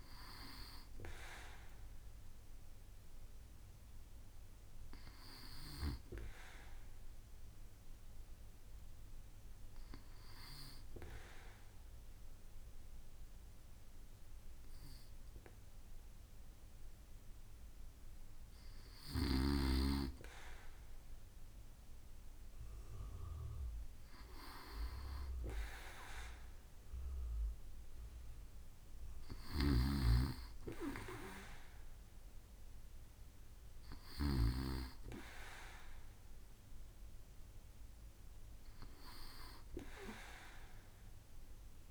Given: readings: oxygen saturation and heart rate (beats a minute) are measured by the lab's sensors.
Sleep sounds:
breathing in sleep by a room microphone; none
29.00-34.50 s: snoring (device-marked)
38.00-41.91 s: arousal
From the record:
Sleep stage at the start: N2 (light sleep); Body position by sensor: on the back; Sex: male

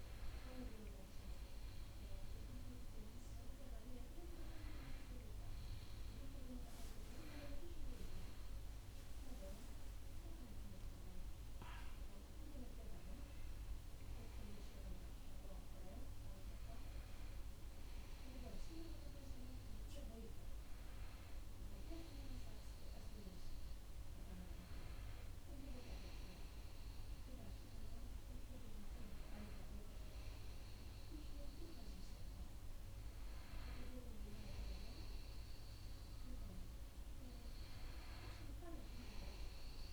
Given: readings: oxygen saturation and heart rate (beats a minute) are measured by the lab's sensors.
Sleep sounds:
breathing in sleep by a room microphone; none
18.00-39.93 s: new sleep stage, N2 (light sleep)
26.00-28.00 s: long interval between heartbeats (device-marked, heart rate 76 before, 83 extreme)
From the record:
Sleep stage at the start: N1 (lightest sleep); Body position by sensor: on the right side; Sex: male

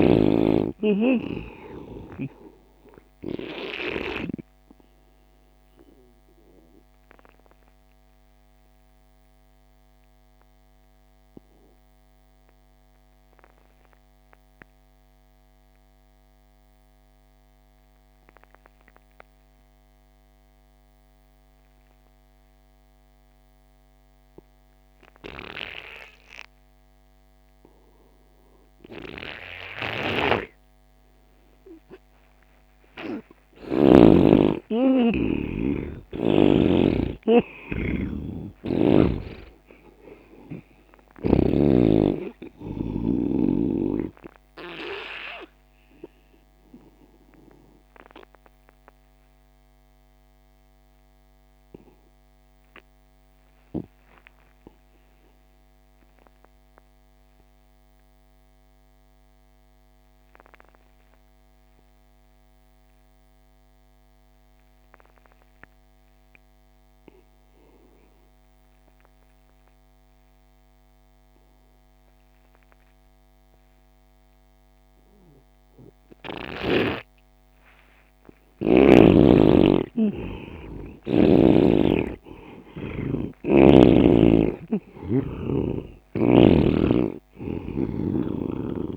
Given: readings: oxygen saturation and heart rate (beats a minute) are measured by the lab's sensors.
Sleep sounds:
breathing in sleep by a microphone on the trachea; 2
0.00-15.50 s: oxygen desaturation (device-marked, oxygen 83% lowest)
4.50-32.50 s: obstructive apnea (oxygen 99% before, 83% lowest)
28.50-54.50 s: oxygen desaturation (device-marked, oxygen 99% before, 84% lowest)
33.00-37.00 s: arousal
45.00-77.00 s: obstructive apnea (oxygen 99% before, 82% lowest)
73.50-88.97 s: oxygen desaturation (device-marked, oxygen 98% before, 82% lowest)
78.00-82.00 s: arousal
From the record:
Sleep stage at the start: N2 (light sleep); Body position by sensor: on the right side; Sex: male

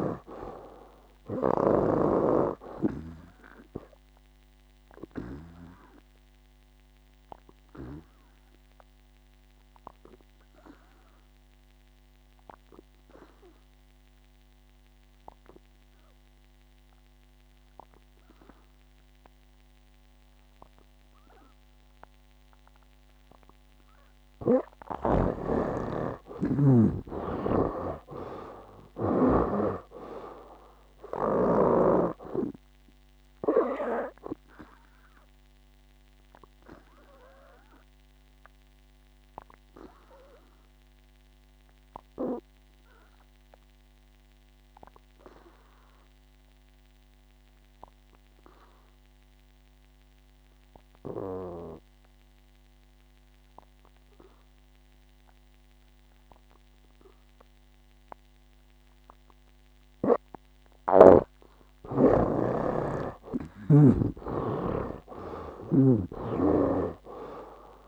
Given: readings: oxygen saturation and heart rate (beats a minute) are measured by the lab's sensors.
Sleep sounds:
breathing in sleep by a microphone on the trachea; 2
0.00-31.00 s: oxygen desaturation (device-marked, oxygen 74% lowest, heart rate 60 extreme)
4.50-24.00 s: obstructive apnea (oxygen 95% before, 74% lowest, heart rate 65 before, 62 extreme, up 13 after)
25.50-30.00 s: snoring (device-marked)
28.00-32.00 s: arousal
35.00-60.50 s: obstructive apnea (oxygen 93% before, 76% lowest, heart rate 67 before, 59 extreme, up 15 after)
42.00-62.00 s: oxygen desaturation (device-marked, oxygen 93% before, 76% lowest, heart rate 72 before, 59 extreme)
63.50-67.00 s: arousal
64.50-67.88 s: snoring (device-marked)
From the record:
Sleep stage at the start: N2 (light sleep); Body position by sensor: on the back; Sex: male

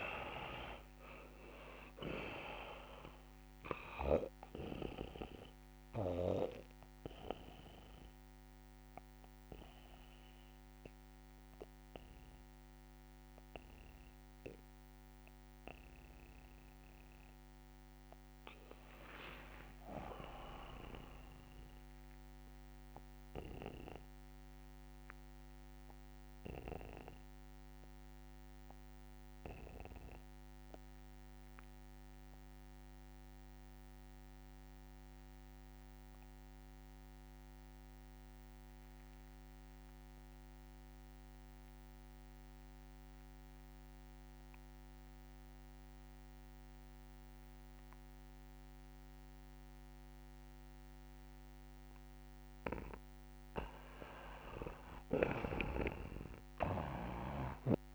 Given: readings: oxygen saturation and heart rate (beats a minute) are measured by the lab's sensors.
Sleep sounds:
breathing in sleep by a microphone on the trachea; 2
0.00-22.00 s: oxygen desaturation (device-marked, oxygen 81% lowest, heart rate 64 extreme)
4.50-17.00 s: obstructive apnea (oxygen 99% before, 79% lowest, heart rate 71 before, 64 extreme, up 17 after)
19.00-21.00 s: long interval between heartbeats (device-marked, heart rate 70 before, 81 extreme)
19.50-22.50 s: arousal
24.50-52.50 s: obstructive apnea (oxygen 99% before, 79% lowest, heart rate 73 before, 64 extreme, up 17 after)
46.00-57.94 s: oxygen desaturation (device-marked, oxygen 98% before, 79% lowest, heart rate 69 before, 67 extreme)
54.50-57.00 s: arousal
55.00-57.00 s: long interval between heartbeats (device-marked, heart rate 70 before, 79 extreme)
From the record:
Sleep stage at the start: N2 (light sleep); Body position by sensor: on the back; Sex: male

